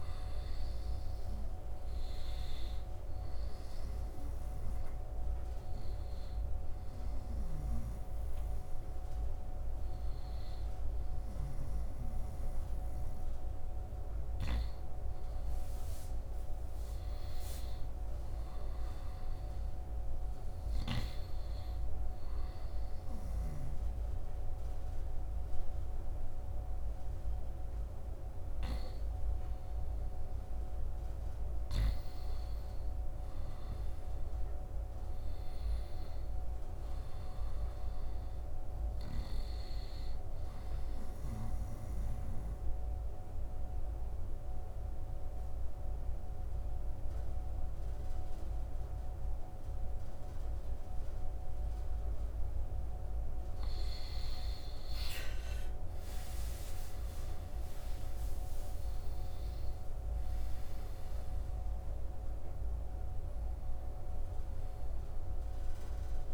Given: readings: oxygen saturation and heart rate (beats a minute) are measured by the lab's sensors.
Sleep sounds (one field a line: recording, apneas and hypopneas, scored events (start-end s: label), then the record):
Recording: breathing in sleep, hard to hear, by a room microphone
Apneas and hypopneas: 2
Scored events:
3.50-14.50 s: hypopnea (oxygen 96% before, 88% lowest, heart rate 80 before, 75 extreme, up 8 after)
4.00-15.00 s: oxygen desaturation (device-marked, oxygen 96% before, 88% lowest, heart rate 80 before, 76 extreme)
7.00-14.50 s: snoring (device-marked)
16.50-20.50 s: arousal
22.00-34.00 s: oxygen desaturation (device-marked, oxygen 95% before, 91% lowest, heart rate 79 before, 72 extreme)
41.00-52.50 s: obstructive apnea (oxygen 95% before, 86% lowest, heart rate 82 before, 69 extreme, up 2 after)
41.00-53.00 s: oxygen desaturation (device-marked, oxygen 94% before, 89% lowest, heart rate 82 before, 69 extreme)
54.50-59.00 s: arousal
55.00-57.00 s: long interval between heartbeats (device-marked, heart rate 80 before, 72 extreme)
55.00-66.34 s: oxygen desaturation (device-marked, oxygen 96% before, 89% lowest, heart rate 80 before, 69 extreme)
From the record:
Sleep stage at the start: N2 (light sleep)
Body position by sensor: on the right side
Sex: male